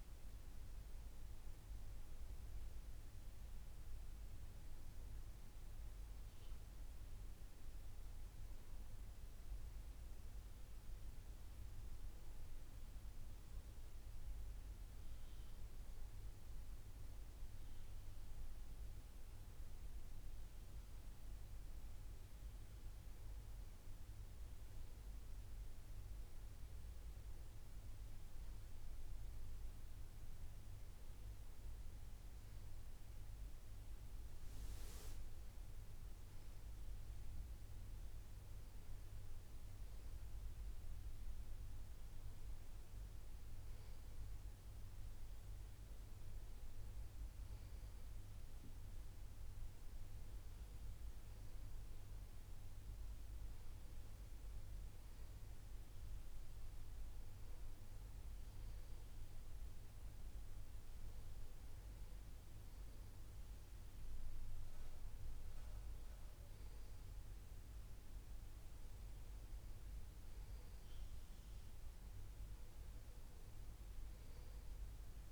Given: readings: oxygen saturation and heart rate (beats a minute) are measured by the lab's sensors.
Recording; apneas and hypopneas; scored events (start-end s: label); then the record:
breathing in sleep, hard to hear, by a room microphone; none
17.00-75.32 s: new sleep stage, N2 (light sleep)
From the record:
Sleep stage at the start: N1 (lightest sleep); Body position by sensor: on the back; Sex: male